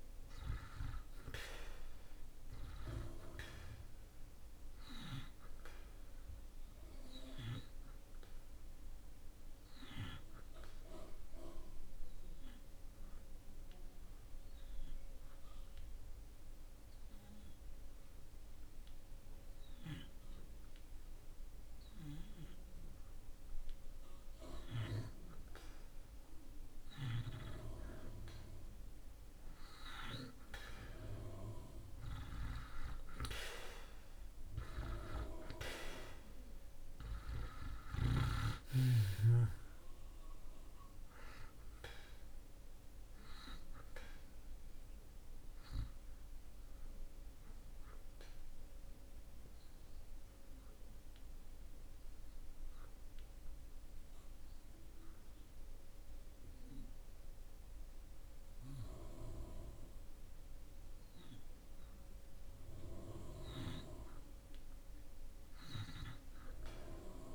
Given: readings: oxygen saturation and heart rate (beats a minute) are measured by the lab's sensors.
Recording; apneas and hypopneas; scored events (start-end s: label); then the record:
breathing in sleep by a room microphone; 2
0.00-25.50 s: oxygen desaturation (device-marked, oxygen 79% lowest)
8.50-23.50 s: obstructive apnea (oxygen 95% before, 79% lowest)
28.00-33.00 s: arousal
34.50-67.35 s: oxygen desaturation (device-marked, oxygen 94% before, 82% lowest)
48.00-63.00 s: obstructive apnea (oxygen 94% before, 81% lowest)
64.50-67.35 s: arousal
From the record:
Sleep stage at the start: N2 (light sleep); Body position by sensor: on the back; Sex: male